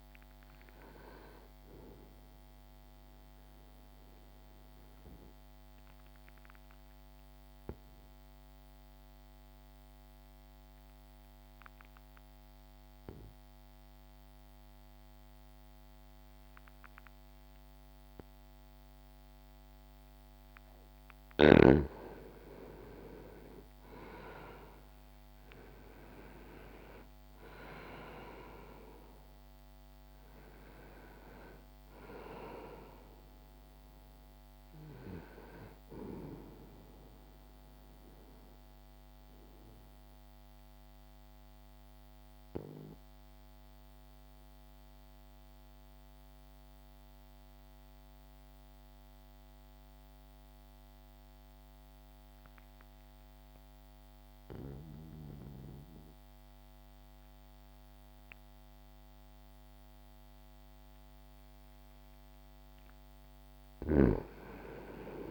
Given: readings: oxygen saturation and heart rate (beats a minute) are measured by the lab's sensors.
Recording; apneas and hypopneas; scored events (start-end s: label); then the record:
breathing in sleep by a microphone on the trachea; 2
2.50-21.00 s: obstructive apnea (oxygen 97% before, 85% lowest, heart rate 75 before, 59 extreme, up 2 after)
3.00-15.00 s: oxygen desaturation (device-marked, oxygen 91% before, 87% lowest, heart rate 73 before, 59 extreme)
23.00-27.50 s: arousal
27.00-54.00 s: oxygen desaturation (device-marked, oxygen 99% before, 85% lowest, heart rate 61 before, 60 extreme)
37.50-60.50 s: mixed apnea (oxygen 99% before, 85% lowest, heart rate 61 before, 60 extreme, up 0 after)
63.50-65.31 s: arousal
From the record:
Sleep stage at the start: N2 (light sleep); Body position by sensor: on the back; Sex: male